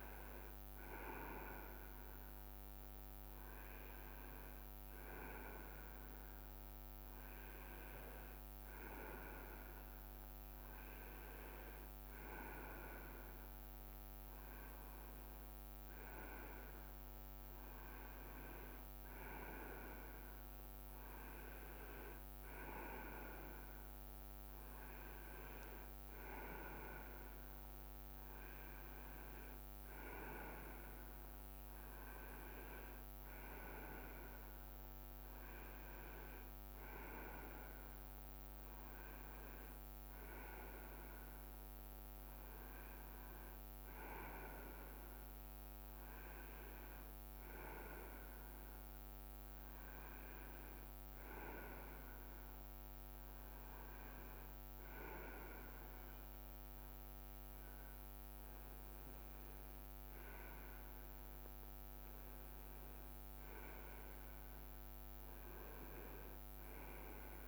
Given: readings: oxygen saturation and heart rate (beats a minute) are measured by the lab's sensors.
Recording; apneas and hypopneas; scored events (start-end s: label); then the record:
breathing in sleep by a microphone on the trachea; none
0.00-2.50 s: leg movement (device-marked)
7.50-9.00 s: leg movement (device-marked)
10.50-12.50 s: leg movement (device-marked)
21.00-22.00 s: leg movement (device-marked)
25.00-26.50 s: leg movement (device-marked)
28.50-30.00 s: leg movement (device-marked)
35.50-37.00 s: leg movement (device-marked)
38.50-40.50 s: leg movement (device-marked)
42.00-44.50 s: leg movement (device-marked)
46.00-47.50 s: leg movement (device-marked)
49.50-51.00 s: leg movement (device-marked)
53.00-55.00 s: leg movement (device-marked)
57.00-58.50 s: leg movement (device-marked)
58.50-60.00 s: leg movement (device-marked)
From the record:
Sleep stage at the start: N2 (light sleep); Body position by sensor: on the right side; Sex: male